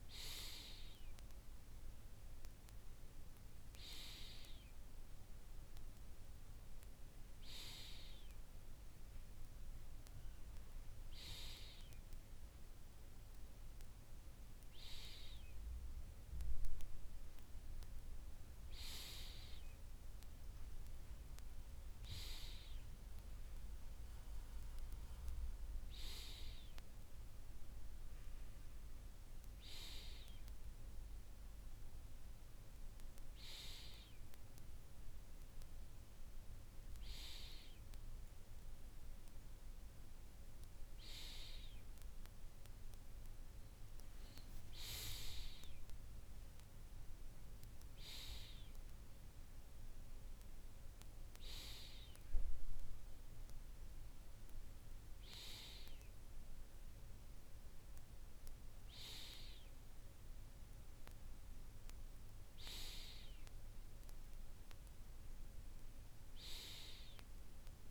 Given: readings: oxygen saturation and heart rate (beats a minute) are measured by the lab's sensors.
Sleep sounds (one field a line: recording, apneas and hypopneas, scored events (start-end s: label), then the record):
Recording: breathing in sleep by a room microphone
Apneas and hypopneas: none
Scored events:
none scored
From the record:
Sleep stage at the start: N2 (light sleep)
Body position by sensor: on the right side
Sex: male